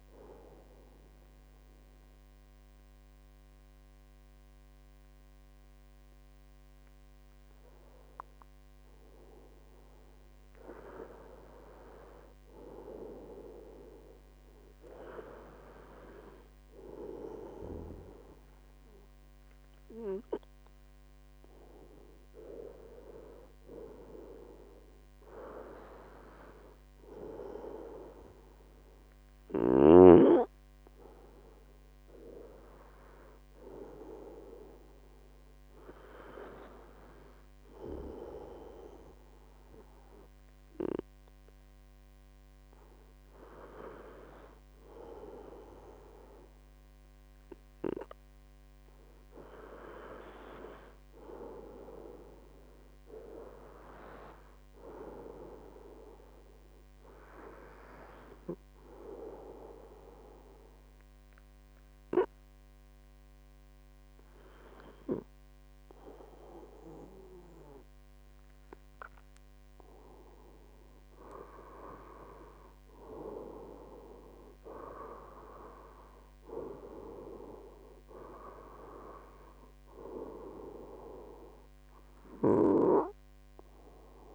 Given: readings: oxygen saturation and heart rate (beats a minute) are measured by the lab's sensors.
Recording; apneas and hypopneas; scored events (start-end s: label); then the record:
breathing in sleep by a microphone on the trachea; 2
0.00-15.00 s: oxygen desaturation (device-marked, oxygen 67% lowest, heart rate 53 extreme)
18.50-21.50 s: arousal
33.00-47.00 s: hypopnea (oxygen 99% before, 94% lowest, heart rate 74 before, 68 extreme, up 4 after)
49.50-53.00 s: arousal
59.50-70.50 s: obstructive apnea (oxygen 97% before, 93% lowest, heart rate 72 before, 71 extreme, up 6 after)
73.50-76.00 s: arousal
From the record:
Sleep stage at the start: N2 (light sleep); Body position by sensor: on the right side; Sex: male